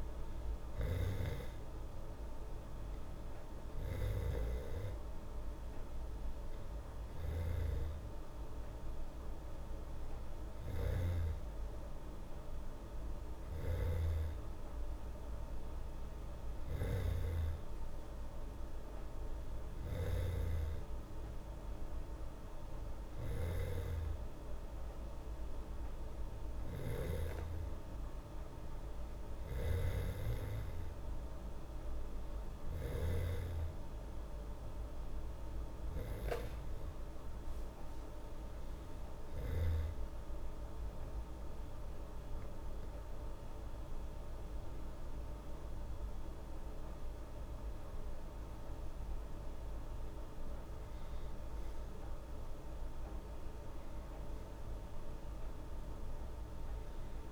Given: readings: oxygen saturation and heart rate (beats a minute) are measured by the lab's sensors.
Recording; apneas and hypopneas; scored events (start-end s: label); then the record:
breathing in sleep by a room microphone; none
13.50-17.00 s: snoring (device-marked)
23.00-33.00 s: snoring (device-marked)
From the record:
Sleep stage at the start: N2 (light sleep); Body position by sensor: on the back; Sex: female